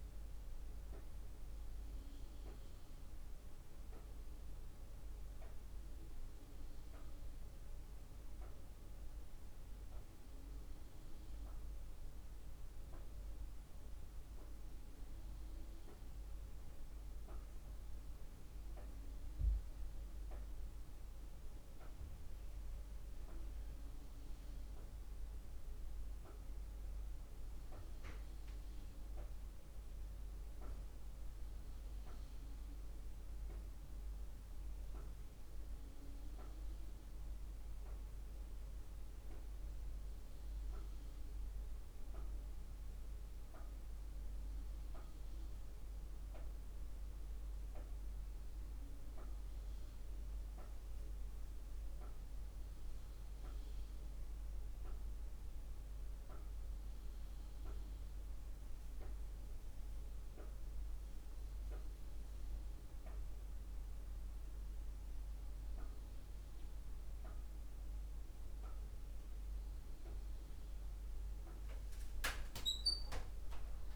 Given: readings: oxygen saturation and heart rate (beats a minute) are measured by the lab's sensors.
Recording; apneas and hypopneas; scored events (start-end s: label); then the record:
breathing in sleep, hard to hear, by a room microphone; none
none scored
From the record:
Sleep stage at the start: N2 (light sleep); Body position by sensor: on the right side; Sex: female